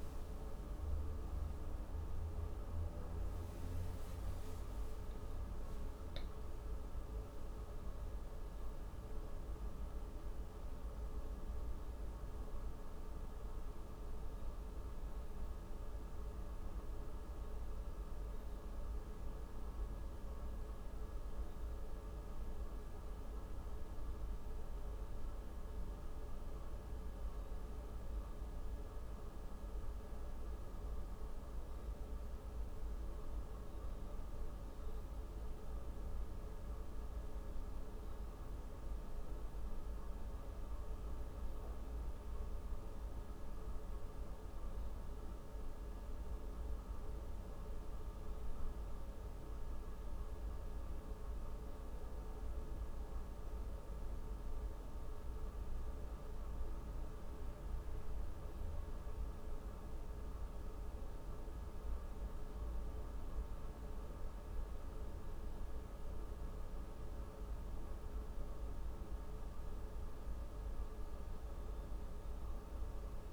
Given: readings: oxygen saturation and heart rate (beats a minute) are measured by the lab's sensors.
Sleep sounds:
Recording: breathing in sleep, hard to hear, by a room microphone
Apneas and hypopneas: none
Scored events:
0.00-2.50 s: arousal
From the record:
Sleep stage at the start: N1 (lightest sleep)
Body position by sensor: on the back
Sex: female

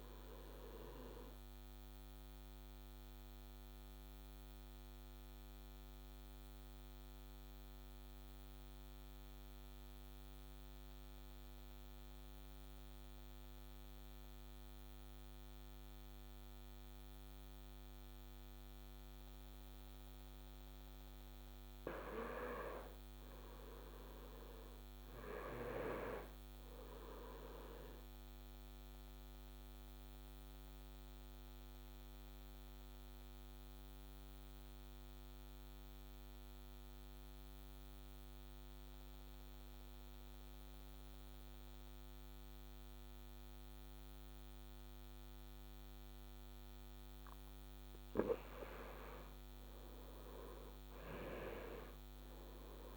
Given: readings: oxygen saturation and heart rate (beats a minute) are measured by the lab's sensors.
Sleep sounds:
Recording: breathing in sleep by a microphone on the trachea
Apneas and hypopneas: 2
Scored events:
0.00-12.50 s: oxygen desaturation (device-marked, oxygen 89% lowest, heart rate 61 extreme)
1.50-19.50 s: obstructive apnea (oxygen 98% before, 89% lowest, heart rate 67 before, 61 extreme, up 3 after)
21.50-25.50 s: arousal
25.50-45.50 s: oxygen desaturation (device-marked, oxygen 97% before, 92% lowest, heart rate 62 before, 63 extreme)
28.50-45.50 s: obstructive apnea (oxygen 97% before, 89% lowest, heart rate 62 before, 63 extreme, up 3 after)
47.50-52.97 s: oxygen desaturation (device-marked, oxygen 96% before, 89% lowest, heart rate 64 before, 60 extreme)
48.00-52.00 s: arousal
From the record:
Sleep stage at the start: N2 (light sleep)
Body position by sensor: on the back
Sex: male

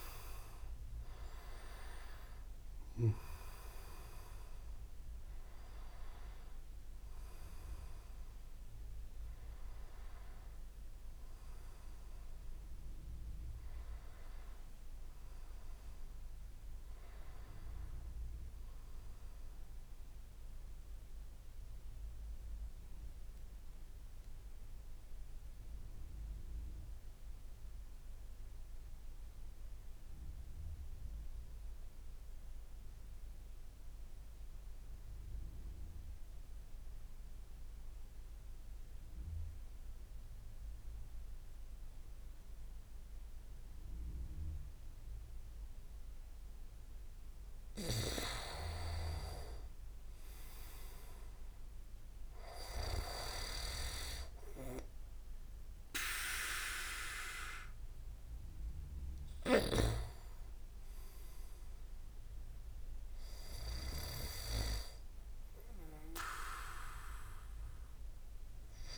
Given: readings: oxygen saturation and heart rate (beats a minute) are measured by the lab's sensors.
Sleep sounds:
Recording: breathing in sleep by a room microphone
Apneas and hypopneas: 1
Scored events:
3.50-12.50 s: oxygen desaturation (device-marked, oxygen 97% before, 94% lowest, heart rate 66 before, 36 extreme)
13.50-16.00 s: leg movement (device-marked)
21.00-47.00 s: mixed apnea (oxygen 97% before, 94% lowest)
46.50-68.98 s: oxygen desaturation (device-marked, oxygen 100% before, 94% lowest, heart rate 54 before, 29 extreme)
49.50-52.50 s: arousal
From the record:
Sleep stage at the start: N2 (light sleep)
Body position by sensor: on the back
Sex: male

